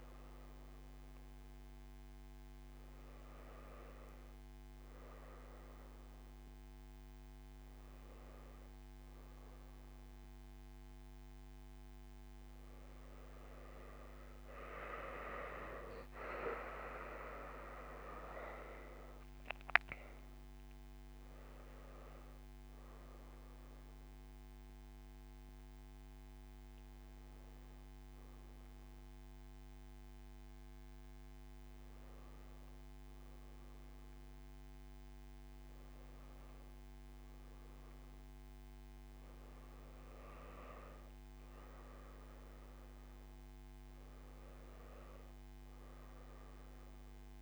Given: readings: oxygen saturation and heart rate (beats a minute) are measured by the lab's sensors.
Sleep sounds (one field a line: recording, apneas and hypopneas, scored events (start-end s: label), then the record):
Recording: breathing in sleep by a microphone on the trachea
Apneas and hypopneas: none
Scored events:
0.00-5.00 s: oxygen desaturation (device-marked, oxygen 91% lowest)
15.00-19.50 s: arousal
22.00-40.00 s: oxygen desaturation (device-marked, oxygen 98% before, 95% lowest)
45.00-47.42 s: tachycardia (device-marked, heart rate 32 before, 58 extreme)
From the record:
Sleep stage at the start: N2 (light sleep)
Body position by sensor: on the back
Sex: female